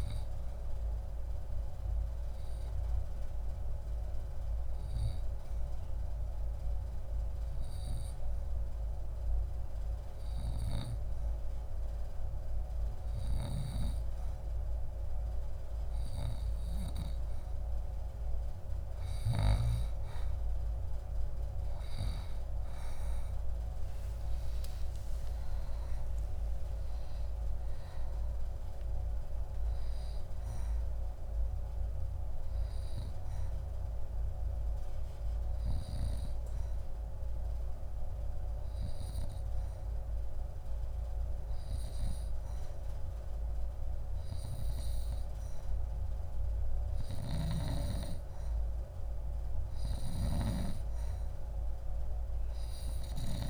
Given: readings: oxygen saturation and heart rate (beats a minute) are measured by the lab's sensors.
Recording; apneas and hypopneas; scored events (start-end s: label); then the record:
breathing in sleep, hard to hear, by a room microphone; 2
0.00-10.00 s: oxygen desaturation (device-marked, oxygen 93% before, 90% lowest, heart rate 73 before, 67 extreme)
2.00-17.00 s: obstructive apnea (oxygen 93% before, 89% lowest, heart rate 72 before, 67 extreme, up 7 after)
22.00-26.50 s: arousal
29.00-46.00 s: oxygen desaturation (device-marked, oxygen 95% before, 90% lowest, heart rate 71 before, 67 extreme)
32.00-48.00 s: hypopnea (oxygen 95% before, 89% lowest, heart rate 72 before, 67 extreme, up 5 after)
50.00-53.50 s: arousal
From the record:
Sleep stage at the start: N2 (light sleep); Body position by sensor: on the left side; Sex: female